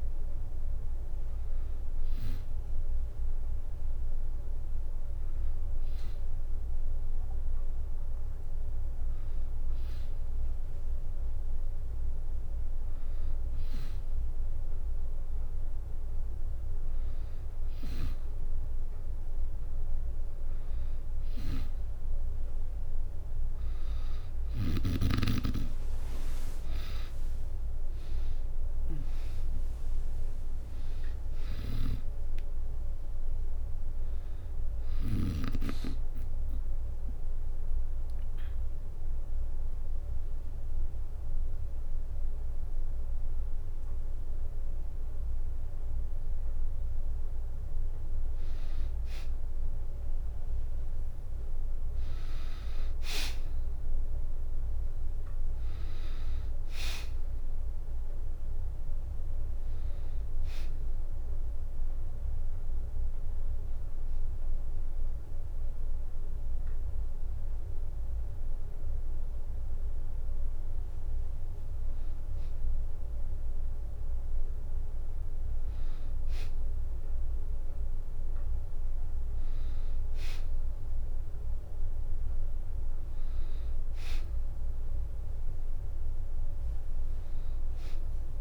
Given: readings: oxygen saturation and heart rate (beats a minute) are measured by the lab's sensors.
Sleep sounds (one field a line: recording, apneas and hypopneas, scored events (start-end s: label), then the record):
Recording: breathing in sleep by a room microphone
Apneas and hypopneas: 2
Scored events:
0.00-3.50 s: drop in pulse transit time (device-marked, heart rate 66 extreme)
24.00-29.00 s: arousal
24.50-38.50 s: drop in pulse transit time (device-marked, heart rate 66 before, 68 extreme)
36.50-47.50 s: obstructive apnea (oxygen 97% before, 90% lowest, heart rate 71 before, 63 extreme, up 3 after)
49.50-52.00 s: arousal
57.50-75.50 s: oxygen desaturation (device-marked, oxygen 97% before, 90% lowest, heart rate 66 before, 63 extreme)
62.00-72.00 s: hypopnea (oxygen 97% before, 90% lowest, heart rate 66 before, 63 extreme, up 2 after)
76.00-79.00 s: arousal
From the record:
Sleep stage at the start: N2 (light sleep)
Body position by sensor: on the back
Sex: female